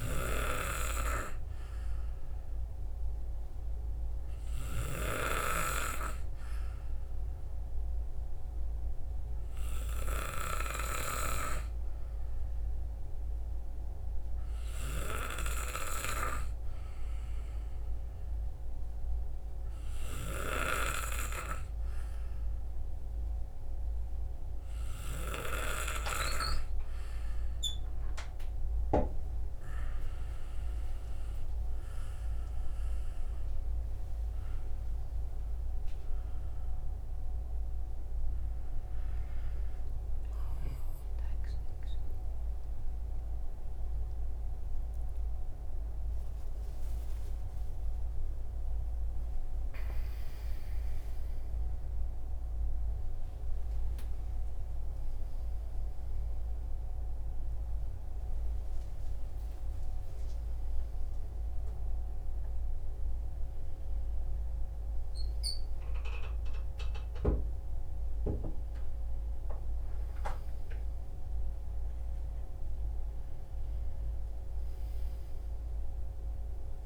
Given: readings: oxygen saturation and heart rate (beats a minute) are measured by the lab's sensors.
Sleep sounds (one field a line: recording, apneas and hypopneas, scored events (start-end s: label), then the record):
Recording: breathing in sleep by a room microphone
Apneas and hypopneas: 1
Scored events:
8.50-29.00 s: hypopnea (oxygen 93% before, 90% lowest, heart rate 61 before, 60 extreme, up 6 after)
40.00-45.00 s: arousal
60.00-76.86 s: new sleep stage, N1 (lightest sleep)
From the record:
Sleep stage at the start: N2 (light sleep)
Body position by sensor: on the back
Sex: male